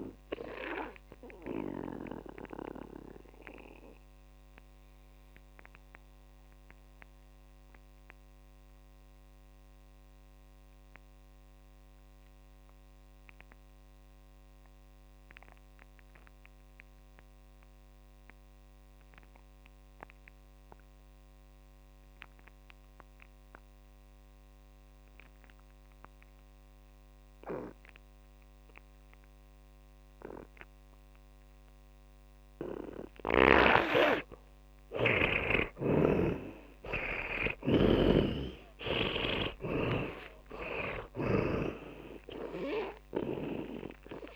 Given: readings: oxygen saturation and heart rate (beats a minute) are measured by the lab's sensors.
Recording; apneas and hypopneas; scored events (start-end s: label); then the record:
breathing in sleep by a microphone on the trachea; 1
0.00-18.50 s: oxygen desaturation (device-marked, oxygen 75% lowest)
0.50-34.50 s: mixed apnea (oxygen 94% before, 75% lowest)
36.50-40.50 s: arousal
38.00-42.00 s: snoring (device-marked)
41.50-44.36 s: oxygen desaturation (device-marked, oxygen 97% before, 78% lowest)
From the record:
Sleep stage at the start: N2 (light sleep); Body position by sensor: on the back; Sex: male